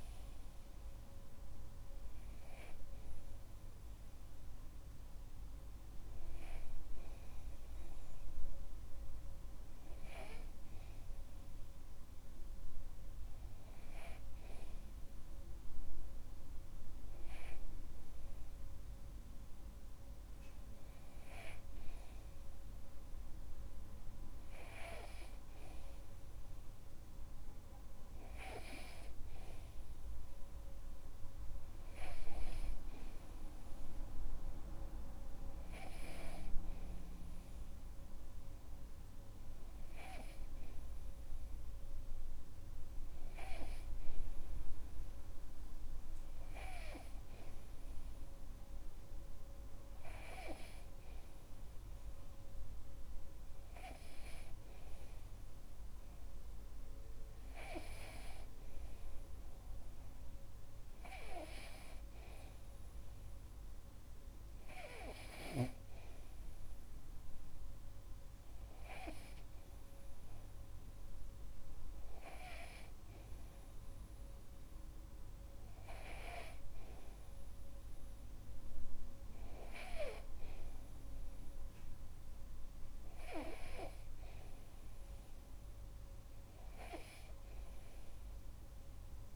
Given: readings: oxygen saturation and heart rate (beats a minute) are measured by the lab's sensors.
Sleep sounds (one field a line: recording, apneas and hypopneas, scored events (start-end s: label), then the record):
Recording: breathing in sleep by a room microphone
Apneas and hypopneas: none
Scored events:
none scored
From the record:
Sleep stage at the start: N2 (light sleep)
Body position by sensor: on the back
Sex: male